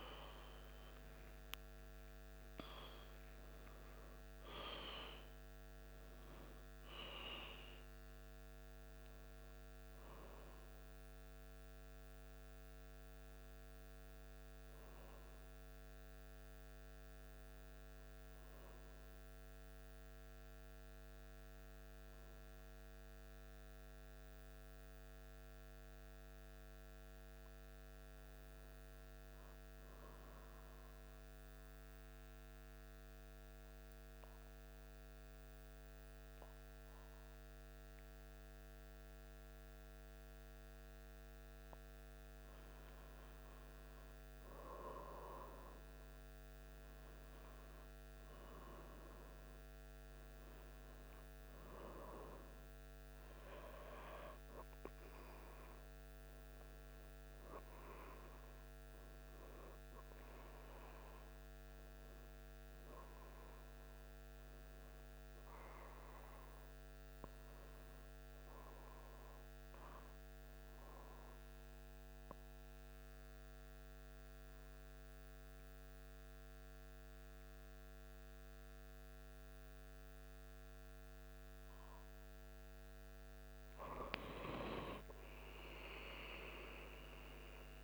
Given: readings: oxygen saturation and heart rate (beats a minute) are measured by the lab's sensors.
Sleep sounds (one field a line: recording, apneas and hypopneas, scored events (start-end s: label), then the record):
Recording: breathing in sleep by a microphone on the trachea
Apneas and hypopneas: 2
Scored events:
0.00-5.50 s: arousal
1.50-6.50 s: oxygen desaturation (device-marked, oxygen 93% before, 90% lowest, heart rate 77 before, 75 extreme)
14.50-40.50 s: hypopnea (oxygen 94% before, 92% lowest, heart rate 78 before, 75 extreme, up 2 after)
43.50-47.50 s: arousal
49.50-87.84 s: new sleep stage, N2 (light sleep)
70.50-81.50 s: obstructive apnea (oxygen 96% before, 93% lowest, heart rate 77 before, 76 extreme, up 2 after)
84.50-87.84 s: arousal
From the record:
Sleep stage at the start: N1 (lightest sleep)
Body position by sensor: on the back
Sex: male